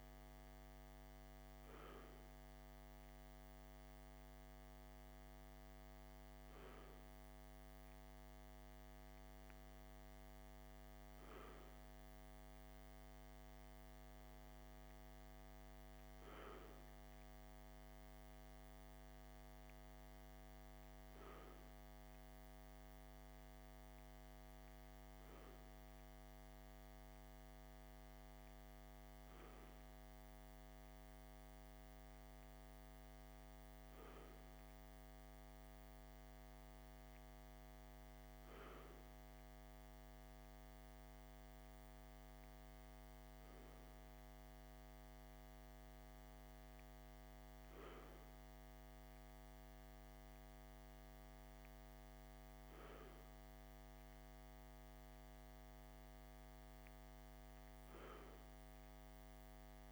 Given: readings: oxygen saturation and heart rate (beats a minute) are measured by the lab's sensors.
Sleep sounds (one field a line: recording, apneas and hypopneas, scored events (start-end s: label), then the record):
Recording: breathing in sleep, hard to hear, by a microphone on the trachea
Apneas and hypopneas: none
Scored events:
none scored
From the record:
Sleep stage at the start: N2 (light sleep)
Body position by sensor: on the left side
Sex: male